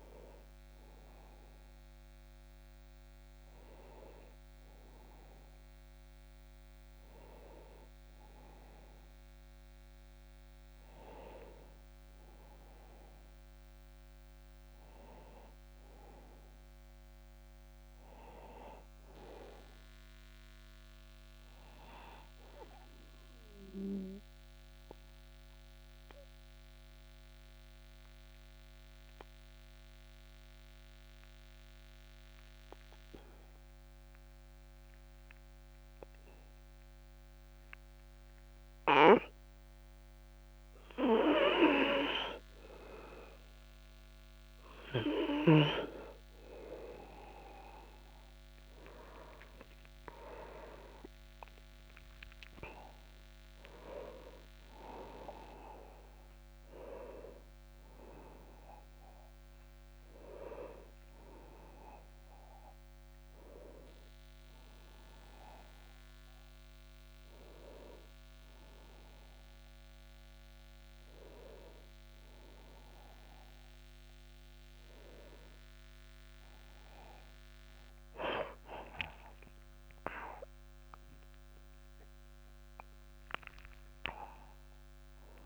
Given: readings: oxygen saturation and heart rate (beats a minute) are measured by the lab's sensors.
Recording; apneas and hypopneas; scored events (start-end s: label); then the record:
breathing in sleep by a microphone on the trachea; 1
0.00-12.00 s: oxygen desaturation (device-marked, oxygen 89% lowest)
15.00-18.50 s: arousal
17.00-85.46 s: new sleep stage, N2 (light sleep)
21.00-42.50 s: obstructive apnea (oxygen 99% before, 94% lowest, heart rate 40 before, 36 extreme, up 32 after)
46.00-77.00 s: oxygen desaturation (device-marked, oxygen 98% before, 94% lowest)
47.50-51.50 s: arousal
77.50-81.00 s: arousal
From the record:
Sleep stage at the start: N1 (lightest sleep); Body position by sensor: on the back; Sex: male